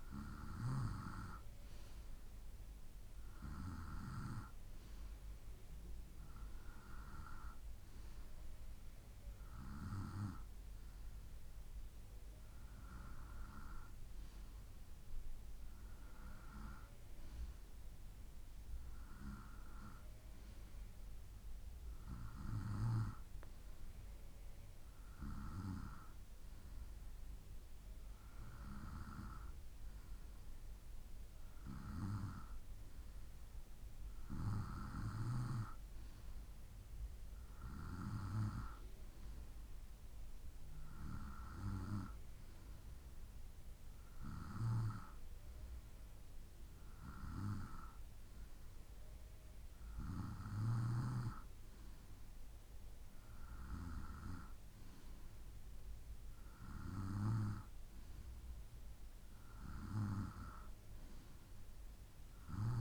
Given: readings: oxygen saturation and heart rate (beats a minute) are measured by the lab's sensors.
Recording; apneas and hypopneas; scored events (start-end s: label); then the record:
breathing in sleep by a room microphone; none
none scored
From the record:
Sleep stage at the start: N2 (light sleep); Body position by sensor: on the right side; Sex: male